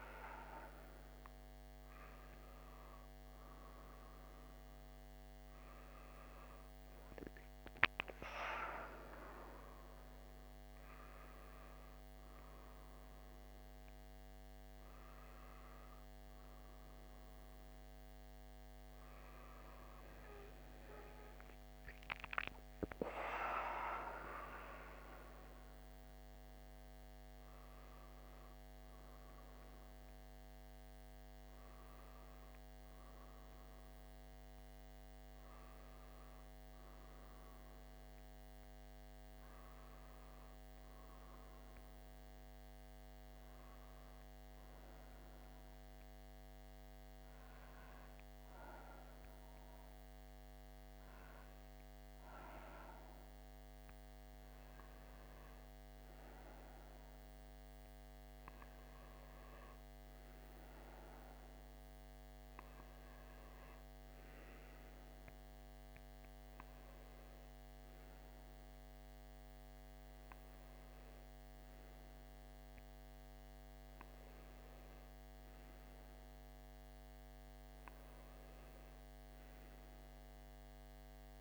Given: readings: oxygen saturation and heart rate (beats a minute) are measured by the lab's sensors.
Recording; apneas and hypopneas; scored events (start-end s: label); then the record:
a person partly awake in a sleep study, by a microphone on the trachea; none
8.00-21.00 s: oxygen desaturation (device-marked, oxygen 96% before, 93% lowest)
9.00-81.41 s: new sleep stage, N1 (lightest sleep)
From the record:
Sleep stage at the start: awake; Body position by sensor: on the left side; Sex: male